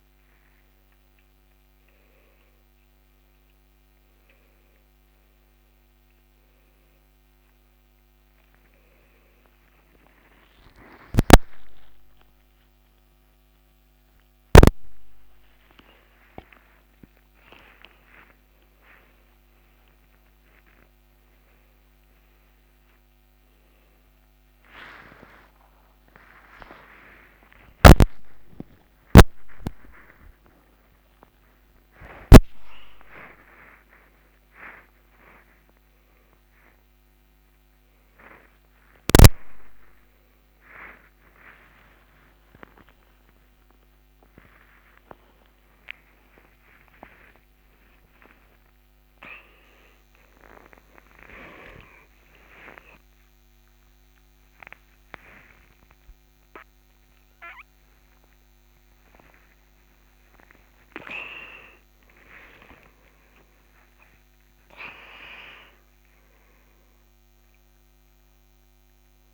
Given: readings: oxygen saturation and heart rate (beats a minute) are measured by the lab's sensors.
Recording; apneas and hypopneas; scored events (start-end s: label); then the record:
a person awake in a sleep study, by a microphone on the trachea; none
none scored
From the record:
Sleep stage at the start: awake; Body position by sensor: upright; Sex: male